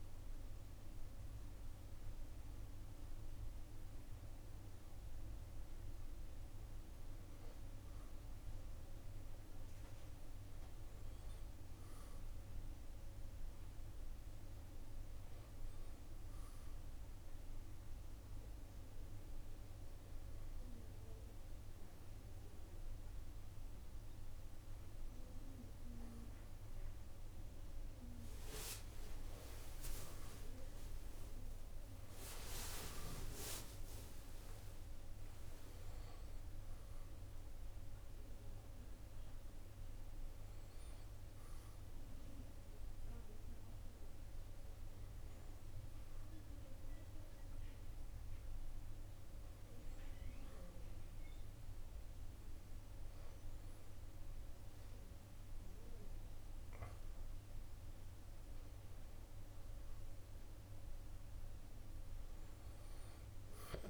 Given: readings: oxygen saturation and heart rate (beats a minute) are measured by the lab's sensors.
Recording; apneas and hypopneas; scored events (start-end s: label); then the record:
breathing in sleep by a room microphone; none
30.50-36.00 s: arousal
62.00-63.89 s: arousal
From the record:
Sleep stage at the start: N1 (lightest sleep); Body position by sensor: on the back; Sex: male